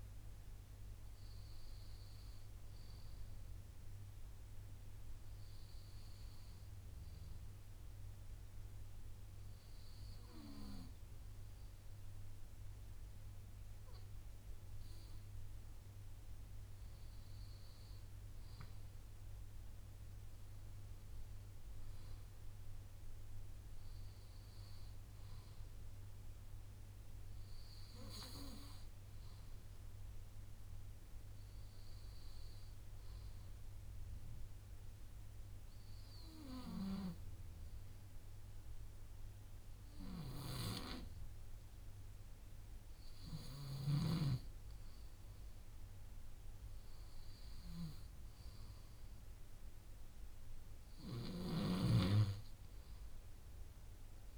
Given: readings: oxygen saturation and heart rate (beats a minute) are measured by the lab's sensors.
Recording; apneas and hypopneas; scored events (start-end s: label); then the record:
breathing in sleep by a room microphone; 1
0.00-2.50 s: arousal
7.50-18.50 s: obstructive apnea (oxygen 95% before, 94% lowest, heart rate 61 before, 55 extreme, up 4 after)
21.00-23.50 s: arousal
From the record:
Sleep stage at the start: N2 (light sleep); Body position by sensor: on the left side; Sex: male